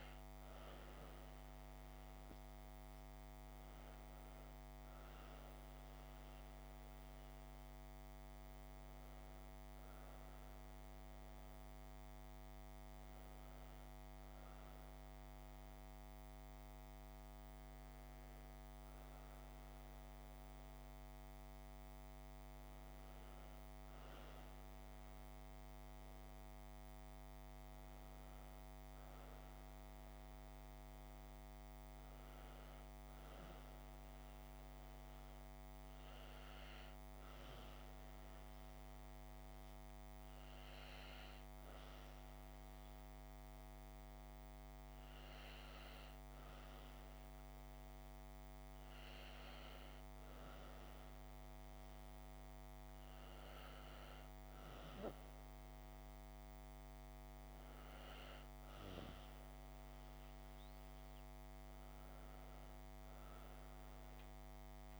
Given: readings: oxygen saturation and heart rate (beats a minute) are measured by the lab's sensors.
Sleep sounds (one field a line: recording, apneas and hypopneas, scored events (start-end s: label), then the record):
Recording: breathing in sleep, hard to hear, by a microphone on the trachea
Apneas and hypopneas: none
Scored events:
none scored
From the record:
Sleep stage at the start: N2 (light sleep)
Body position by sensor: on the back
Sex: female